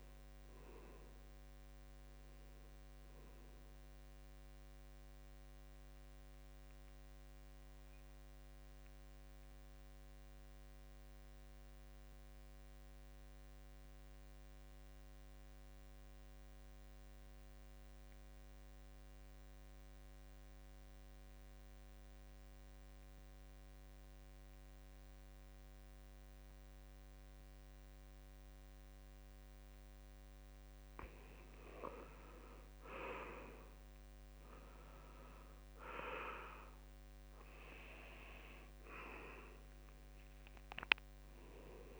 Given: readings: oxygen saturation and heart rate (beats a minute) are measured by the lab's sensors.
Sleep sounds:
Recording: breathing in sleep by a microphone on the trachea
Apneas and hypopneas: 1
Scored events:
0.00-3.00 s: arousal
5.50-30.50 s: mixed apnea (oxygen 97% before, 84% lowest, heart rate 72 before, 67 extreme, up 3 after)
21.00-42.00 s: oxygen desaturation (device-marked, oxygen 95% before, 84% lowest, heart rate 70 before, 67 extreme)
32.50-36.00 s: arousal
From the record:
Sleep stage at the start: N2 (light sleep)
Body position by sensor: on the back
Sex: male

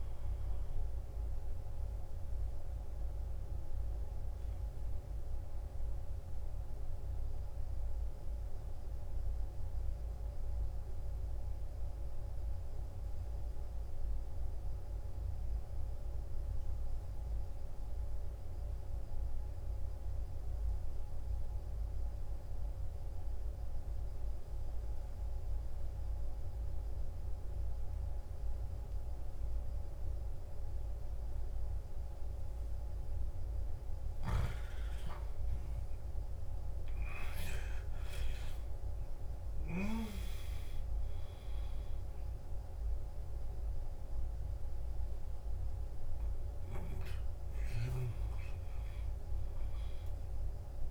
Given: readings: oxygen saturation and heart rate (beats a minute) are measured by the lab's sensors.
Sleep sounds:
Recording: breathing in sleep, hard to hear, by a room microphone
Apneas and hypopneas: 1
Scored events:
0.00-2.00 s: oxygen desaturation (device-marked, oxygen 89% lowest, heart rate 54 extreme)
3.00-33.00 s: obstructive apnea (oxygen 95% before, 89% lowest, heart rate 66 before, 53 extreme, up 17 after)
24.00-50.91 s: oxygen desaturation (device-marked, oxygen 97% before, 89% lowest, heart rate 56 before, 53 extreme)
35.50-39.50 s: arousal
From the record:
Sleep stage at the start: N2 (light sleep)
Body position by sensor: on the left side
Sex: male

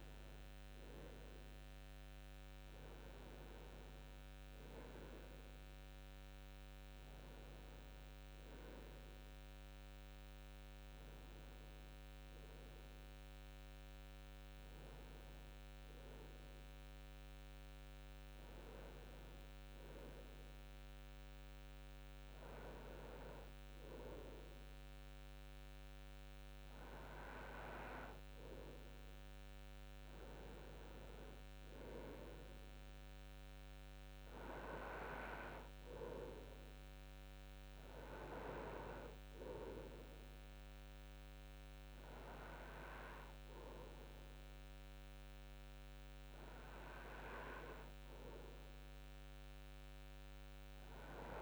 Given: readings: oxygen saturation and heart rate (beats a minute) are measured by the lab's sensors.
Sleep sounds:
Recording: breathing in sleep by a microphone on the trachea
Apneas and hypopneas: none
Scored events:
none scored
From the record:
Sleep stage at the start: N2 (light sleep)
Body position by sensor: on the back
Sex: male

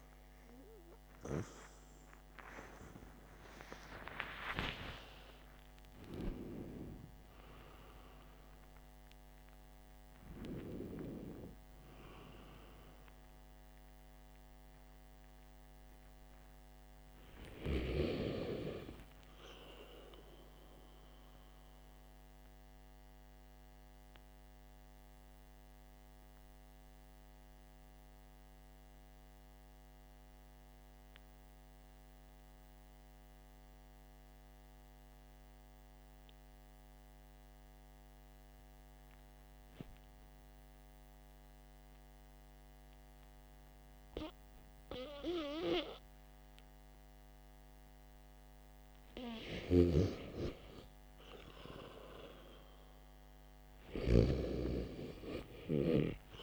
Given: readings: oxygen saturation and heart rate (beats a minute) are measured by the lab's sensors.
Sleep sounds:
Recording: breathing in sleep by a microphone on the trachea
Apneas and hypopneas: 1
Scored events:
0.00-24.00 s: oxygen desaturation (device-marked, oxygen 93% lowest, heart rate 51 extreme)
0.50-4.00 s: arousal
23.50-48.00 s: mixed apnea (oxygen 95% before, 88% lowest, heart rate 60 before, 49 extreme, up 7 after)
32.00-41.00 s: oxygen desaturation (device-marked, oxygen 94% before, 88% lowest, heart rate 59 before, 50 extreme)
51.50-56.00 s: arousal
From the record:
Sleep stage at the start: REM sleep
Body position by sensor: on the back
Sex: male

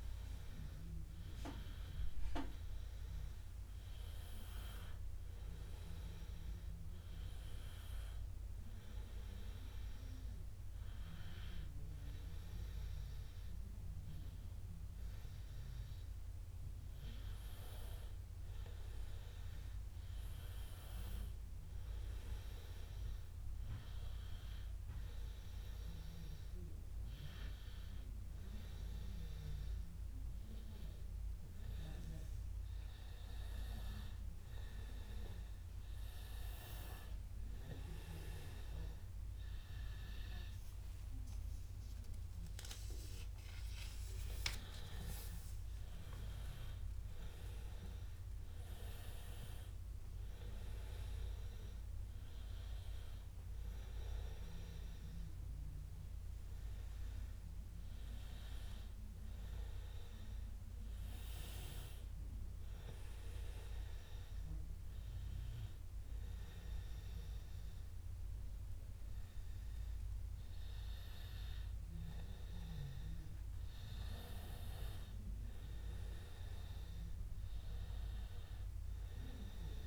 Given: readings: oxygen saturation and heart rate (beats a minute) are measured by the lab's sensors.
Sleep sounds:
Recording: breathing in sleep by a room microphone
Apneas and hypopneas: 1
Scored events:
25.00-35.00 s: hypopnea (oxygen 96% before, 94% lowest, heart rate 97 before, 94 extreme, up 3 after)
37.00-40.50 s: arousal
From the record:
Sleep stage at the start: N2 (light sleep)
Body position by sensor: on the back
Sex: male

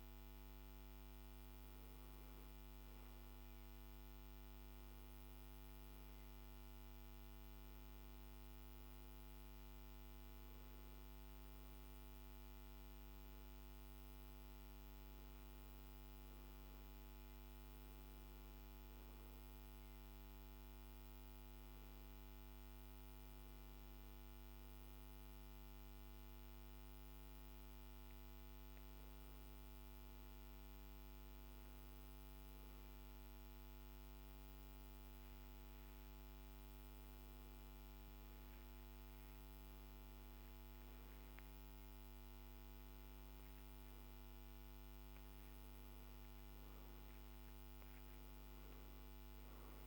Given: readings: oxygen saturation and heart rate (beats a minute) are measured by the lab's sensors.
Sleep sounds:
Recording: breathing in sleep, hard to hear, by a microphone on the trachea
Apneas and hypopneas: none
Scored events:
none scored
From the record:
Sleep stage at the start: N1 (lightest sleep)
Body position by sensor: on the back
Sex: male

